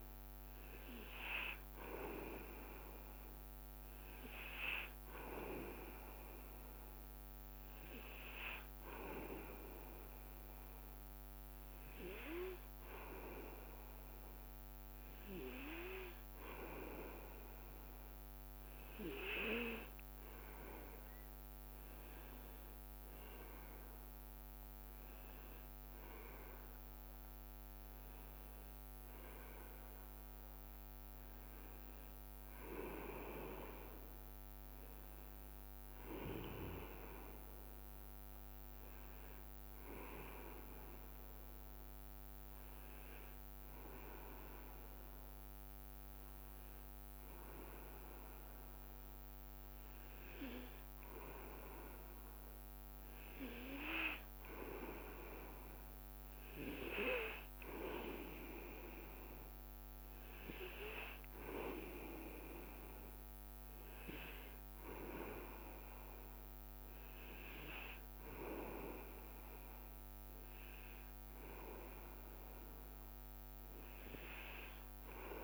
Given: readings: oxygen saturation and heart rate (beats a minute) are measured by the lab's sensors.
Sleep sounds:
breathing in sleep by a microphone on the trachea; 2
5.00-19.00 s: hypopnea (oxygen 96% before, 95% lowest, heart rate 68 before, 65 extreme, up 3 after)
20.50-23.50 s: arousal
28.50-38.00 s: leg movement (device-marked)
39.00-51.50 s: obstructive apnea (oxygen 97% before, 95% lowest, heart rate 68 before, 62 extreme, up 6 after)
53.00-57.00 s: arousal
57.50-70.50 s: oxygen desaturation (device-marked, oxygen 99% before, 95% lowest, heart rate 66 before, 63 extreme)
From the record:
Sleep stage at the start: N2 (light sleep); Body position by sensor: on the back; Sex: male

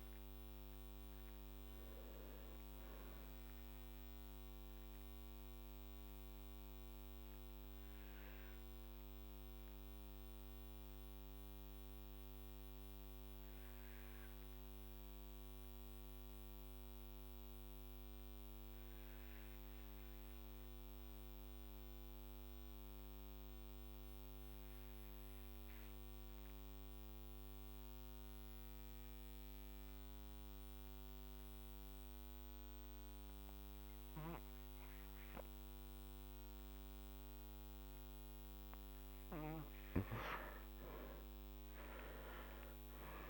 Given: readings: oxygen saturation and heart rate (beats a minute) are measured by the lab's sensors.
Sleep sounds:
breathing in sleep, hard to hear, by a microphone on the trachea; 1
0.00-28.00 s: oxygen desaturation (device-marked, oxygen 83% lowest, heart rate 46 extreme)
6.50-38.00 s: obstructive apnea (oxygen 97% before, 83% lowest, heart rate 65 before, 45 extreme, up 11 after)
From the record:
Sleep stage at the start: N2 (light sleep); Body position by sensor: on the back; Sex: male

